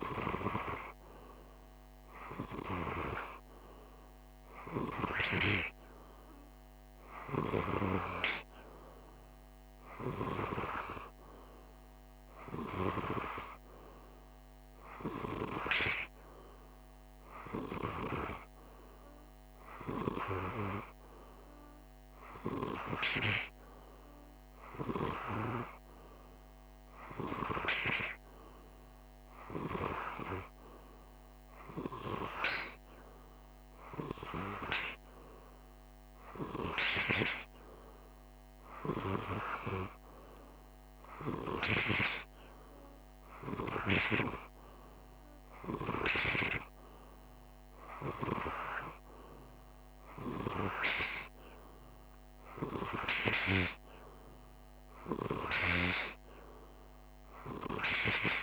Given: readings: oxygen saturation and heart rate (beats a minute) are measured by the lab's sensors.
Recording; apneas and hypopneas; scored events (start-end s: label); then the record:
breathing in sleep by a microphone on the trachea; none
none scored
From the record:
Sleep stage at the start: N2 (light sleep); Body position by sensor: on the right side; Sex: male